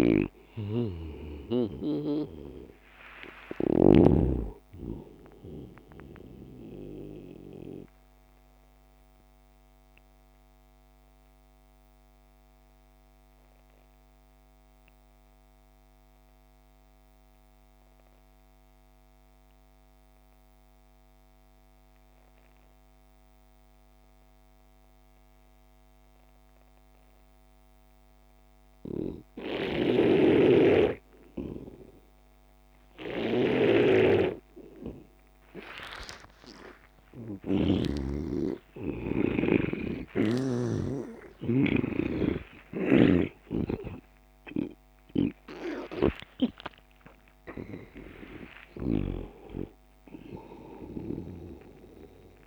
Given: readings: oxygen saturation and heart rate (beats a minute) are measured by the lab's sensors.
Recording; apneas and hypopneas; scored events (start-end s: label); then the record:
breathing in sleep by a microphone on the trachea; 1
0.00-4.50 s: snoring (device-marked)
0.00-19.00 s: oxygen desaturation (device-marked, oxygen 82% lowest)
8.50-37.00 s: obstructive apnea (oxygen 99% before, 82% lowest)
30.00-41.00 s: snoring (device-marked)
35.00-52.47 s: oxygen desaturation (device-marked, oxygen 98% before, 86% lowest)
38.00-43.00 s: arousal
43.00-49.50 s: snoring (device-marked)
From the record:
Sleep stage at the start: N2 (light sleep); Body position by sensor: on the back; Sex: male